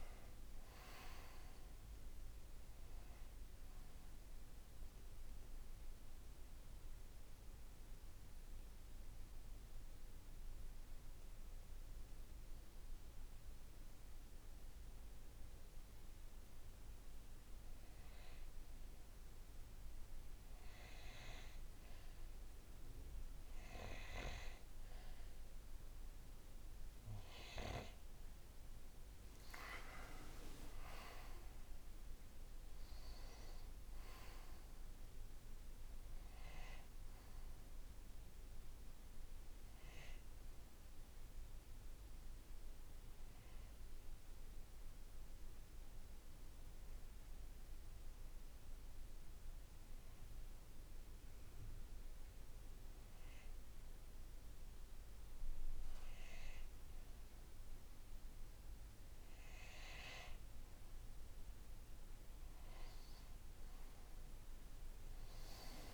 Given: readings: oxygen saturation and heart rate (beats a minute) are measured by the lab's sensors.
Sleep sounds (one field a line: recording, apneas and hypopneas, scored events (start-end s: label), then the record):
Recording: breathing in sleep by a room microphone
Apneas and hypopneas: 2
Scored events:
0.00-15.00 s: oxygen desaturation (device-marked, oxygen 91% lowest, heart rate 51 extreme)
6.00-26.00 s: hypopnea (oxygen 98% before, 91% lowest, heart rate 60 before, 52 extreme, up 13 after)
27.00-52.00 s: oxygen desaturation (device-marked, oxygen 97% before, 91% lowest, heart rate 56 before, 50 extreme)
28.50-32.50 s: arousal
40.00-58.00 s: hypopnea (oxygen 97% before, 90% lowest, heart rate 62 before, 50 extreme, up 17 after)
60.50-65.00 s: arousal
From the record:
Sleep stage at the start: N2 (light sleep)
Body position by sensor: on the right side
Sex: male